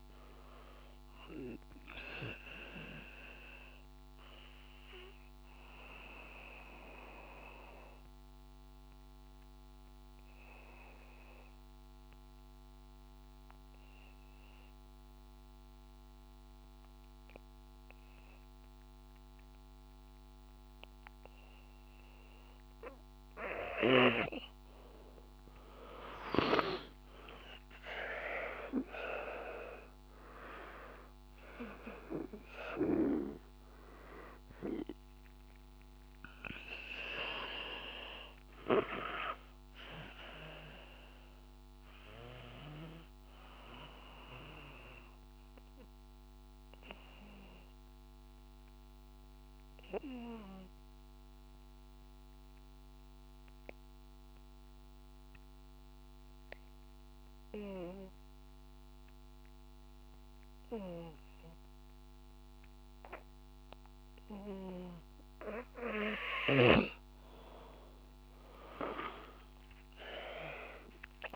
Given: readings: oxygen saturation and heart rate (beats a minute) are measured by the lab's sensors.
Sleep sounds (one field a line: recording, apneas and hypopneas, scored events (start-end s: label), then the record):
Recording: breathing in sleep by a microphone on the trachea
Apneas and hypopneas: 2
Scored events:
0.00-10.00 s: oxygen desaturation (device-marked, oxygen 92% lowest, heart rate 55 extreme)
1.50-22.00 s: obstructive apnea (oxygen 97% before, 91% lowest, heart rate 58 before, 54 extreme, up 4 after)
25.50-28.50 s: arousal
27.00-56.00 s: oxygen desaturation (device-marked, oxygen 98% before, 91% lowest, heart rate 56 before, 54 extreme)
43.50-64.50 s: obstructive apnea (oxygen 98% before, 90% lowest, heart rate 57 before, 54 extreme, up 5 after)
66.50-71.00 s: arousal
70.00-71.35 s: oxygen desaturation (device-marked, oxygen 98% before, 90% lowest, heart rate 56 before, 54 extreme)
From the record:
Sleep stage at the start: N2 (light sleep)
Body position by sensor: on the back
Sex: male